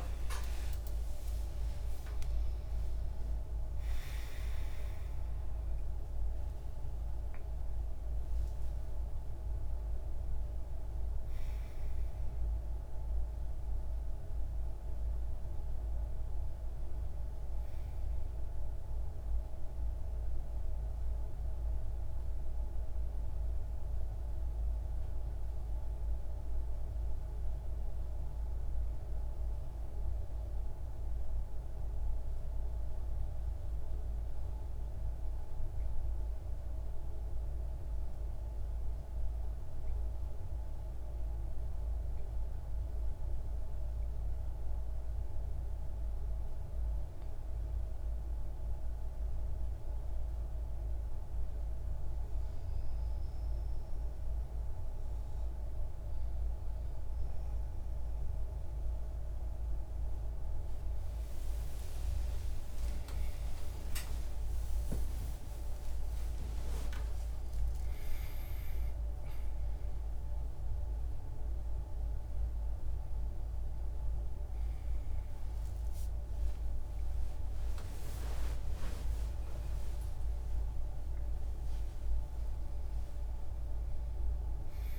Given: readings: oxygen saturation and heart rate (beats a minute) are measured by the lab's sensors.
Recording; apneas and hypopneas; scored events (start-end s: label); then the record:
a person partly awake in a sleep study, hard to hear, by a room microphone; none
0.00-5.50 s: oxygen desaturation (device-marked, oxygen 86% lowest, heart rate 70 extreme)
7.50-22.50 s: oxygen desaturation (device-marked, oxygen 88% before, 84% lowest, heart rate 79 before, 68 extreme)
53.50-67.50 s: oxygen desaturation (device-marked, oxygen 96% before, 93% lowest, heart rate 76 before, 66 extreme)
56.50-84.99 s: new sleep stage, awake
From the record:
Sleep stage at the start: N1 (lightest sleep); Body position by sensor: on the right side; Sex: male